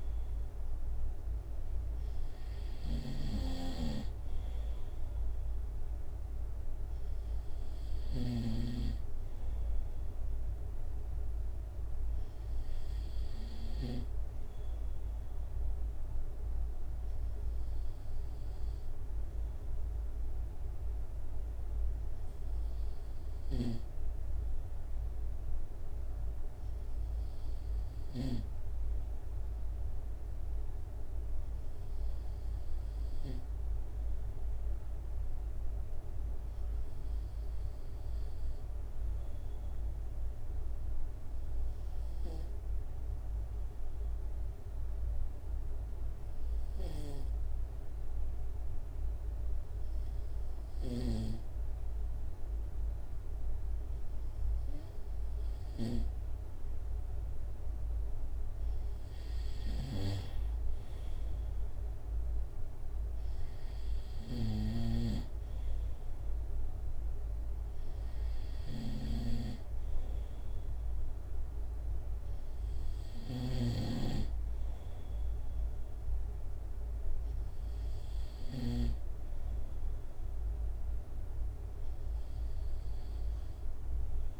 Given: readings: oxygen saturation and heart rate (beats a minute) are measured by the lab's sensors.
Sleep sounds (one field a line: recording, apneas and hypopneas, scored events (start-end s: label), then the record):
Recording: breathing in sleep by a room microphone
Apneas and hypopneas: 1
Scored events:
3.00-8.50 s: snoring (device-marked)
24.50-27.50 s: arousal
29.50-57.50 s: obstructive apnea (oxygen 96% before, 93% lowest, heart rate 69 before, 67 extreme, up 6 after)
59.50-63.00 s: arousal
69.00-79.00 s: snoring (device-marked)
From the record:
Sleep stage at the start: N2 (light sleep)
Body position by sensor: on the right side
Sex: male